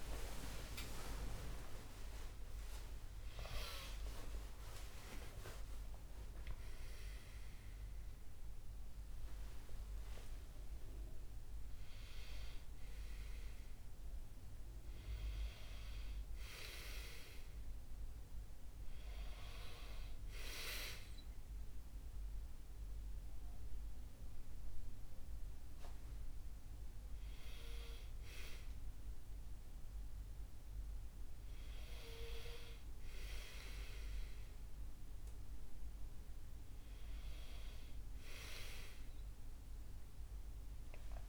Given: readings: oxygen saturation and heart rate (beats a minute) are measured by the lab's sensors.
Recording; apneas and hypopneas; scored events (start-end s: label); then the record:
a person awake in a sleep study, by a room microphone; none
none scored
From the record:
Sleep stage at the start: awake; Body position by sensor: on the back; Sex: male